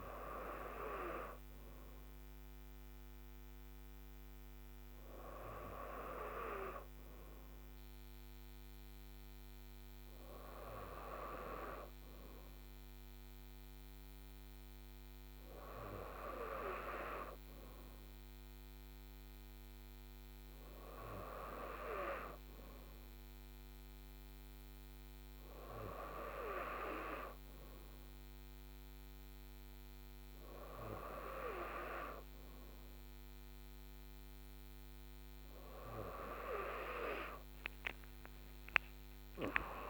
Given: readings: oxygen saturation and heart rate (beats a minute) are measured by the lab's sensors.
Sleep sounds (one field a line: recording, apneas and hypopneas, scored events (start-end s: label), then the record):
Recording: breathing in sleep by a microphone on the trachea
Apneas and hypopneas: none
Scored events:
26.00-39.90 s: new sleep stage, N2 (light sleep)
From the record:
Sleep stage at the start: N3 (deep sleep)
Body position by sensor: on the right side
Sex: female